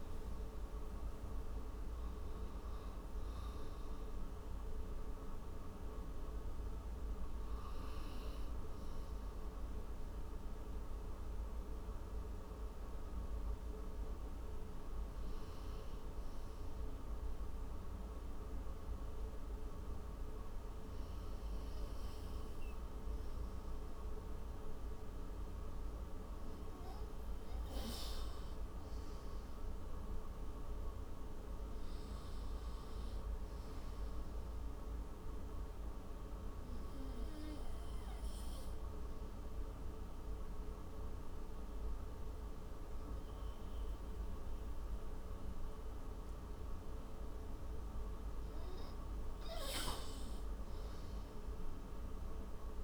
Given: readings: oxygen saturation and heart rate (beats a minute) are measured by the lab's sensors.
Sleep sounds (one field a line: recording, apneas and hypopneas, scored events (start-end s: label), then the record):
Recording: breathing in sleep, hard to hear, by a room microphone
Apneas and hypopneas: 2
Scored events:
11.00-25.00 s: obstructive apnea (oxygen 97% before, 93% lowest)
28.50-33.00 s: arousal
36.00-47.50 s: obstructive apnea (oxygen 99% before, 93% lowest)
50.50-52.83 s: arousal
From the record:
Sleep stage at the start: N2 (light sleep)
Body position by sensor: on the right side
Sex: male